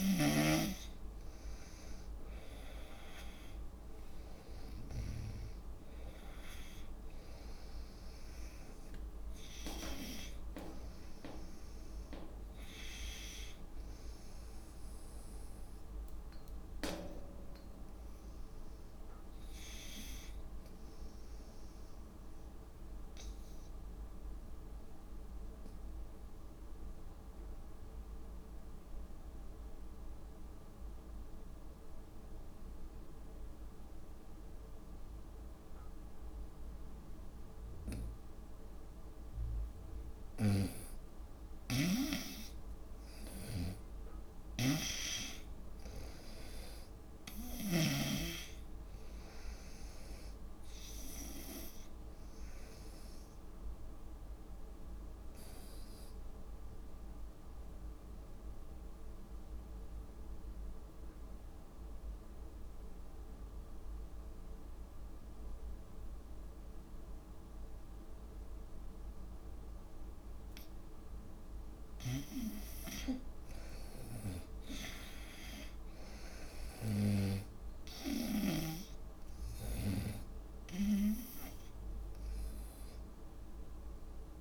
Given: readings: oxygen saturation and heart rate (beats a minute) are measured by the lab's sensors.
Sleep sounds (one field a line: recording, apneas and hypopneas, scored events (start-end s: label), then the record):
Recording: breathing in sleep by a room microphone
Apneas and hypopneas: 2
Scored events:
0.00-5.50 s: snoring (device-marked)
0.00-24.00 s: oxygen desaturation (device-marked, oxygen 85% lowest, heart rate 62 extreme)
21.00-39.00 s: obstructive apnea (oxygen 94% before, 89% lowest, heart rate 71 before, 62 extreme, up 5 after)
40.50-48.00 s: snoring (device-marked)
41.00-46.50 s: arousal
43.00-64.00 s: oxygen desaturation (device-marked, oxygen 97% before, 89% lowest, heart rate 65 before, 66 extreme)
57.50-71.50 s: obstructive apnea (oxygen 97% before, 89% lowest, heart rate 70 before, 66 extreme, up 21 after)
67.00-69.00 s: long interval between heartbeats (device-marked, heart rate 71 before, 88 extreme)
74.00-77.50 s: arousal
78.00-84.41 s: oxygen desaturation (device-marked, oxygen 96% before, 89% lowest, heart rate 76 before, 70 extreme)
From the record:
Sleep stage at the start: N2 (light sleep)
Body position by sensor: on the front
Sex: female